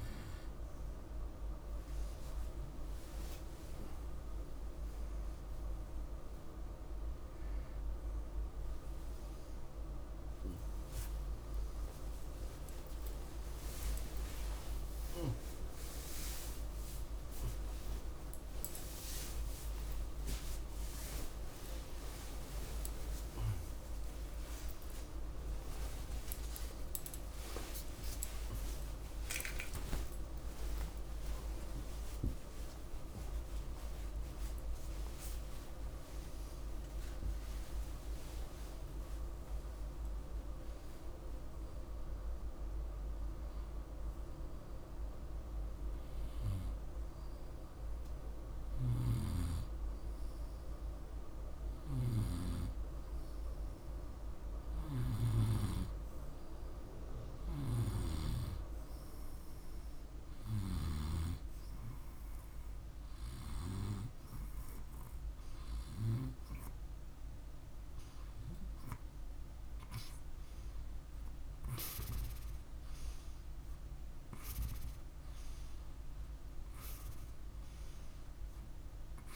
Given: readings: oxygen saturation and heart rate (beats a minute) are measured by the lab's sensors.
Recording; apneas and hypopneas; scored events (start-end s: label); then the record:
a person partly awake in a sleep study, by a room microphone; none
4.00-34.00 s: new sleep stage, awake
14.00-46.00 s: oxygen desaturation (device-marked, oxygen 98% before, 80% lowest, heart rate 57 before, 52 extreme)
34.00-64.00 s: new sleep stage, N1 (lightest sleep)
64.00-79.36 s: new sleep stage, N2 (light sleep)
From the record:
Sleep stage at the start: REM sleep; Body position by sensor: on the right side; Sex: male